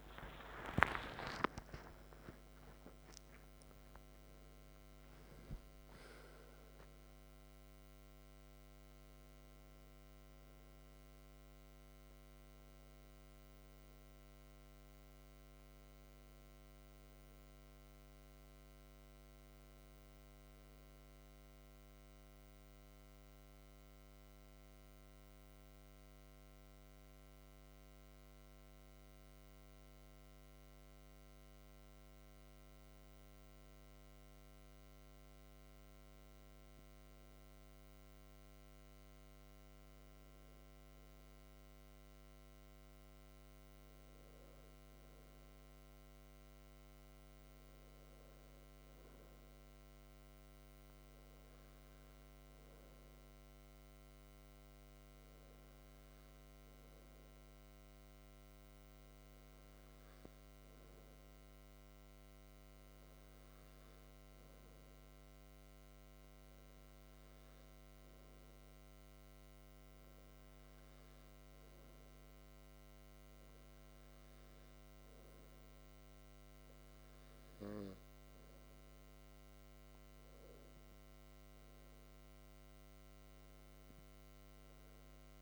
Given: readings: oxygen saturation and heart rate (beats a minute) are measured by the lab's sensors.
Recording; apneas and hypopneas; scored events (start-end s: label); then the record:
breathing in sleep, hard to hear, by a microphone on the trachea; 1
0.00-3.50 s: arousal
24.00-78.50 s: hypopnea (oxygen 95% before, 95% lowest, heart rate 62 before, 48 extreme, up 8 after)
81.50-85.42 s: arousal
From the record:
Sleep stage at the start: N2 (light sleep); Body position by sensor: on the back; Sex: male